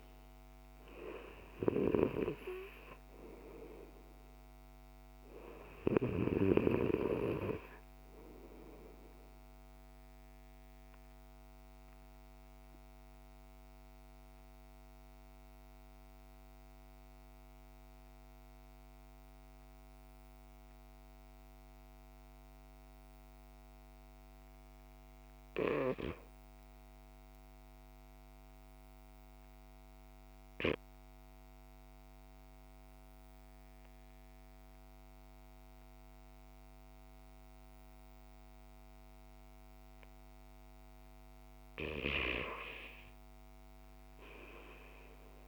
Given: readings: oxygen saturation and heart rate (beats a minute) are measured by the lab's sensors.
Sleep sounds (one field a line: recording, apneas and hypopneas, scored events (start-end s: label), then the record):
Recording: breathing in sleep by a microphone on the trachea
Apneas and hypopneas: 1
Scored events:
4.50-29.50 s: oxygen desaturation (device-marked, oxygen 99% before, 89% lowest, heart rate 63 before, 55 extreme)
10.00-40.50 s: mixed apnea (oxygen 99% before, 85% lowest, heart rate 64 before, 55 extreme, up 2 after)
41.50-45.48 s: arousal
41.50-45.48 s: new sleep stage, REM sleep
43.50-45.48 s: oxygen desaturation (device-marked, oxygen 98% before, 85% lowest, heart rate 59 before, 58 extreme)
From the record:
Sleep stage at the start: N2 (light sleep)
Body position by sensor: on the back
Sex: male